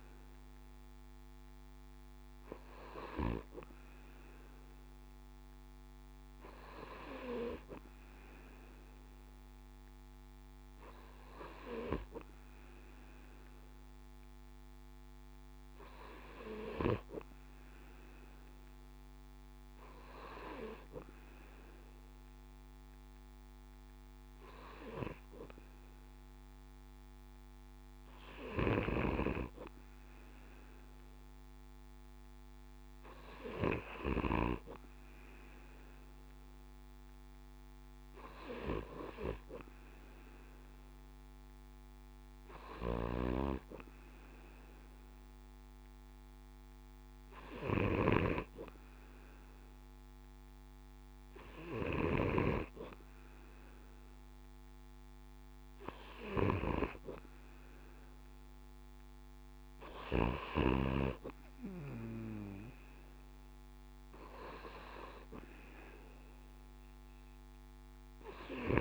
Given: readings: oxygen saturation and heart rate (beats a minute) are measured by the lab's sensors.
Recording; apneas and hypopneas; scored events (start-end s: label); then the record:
breathing in sleep by a microphone on the trachea; none
none scored
From the record:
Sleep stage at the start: N2 (light sleep); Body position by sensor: on the right side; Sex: male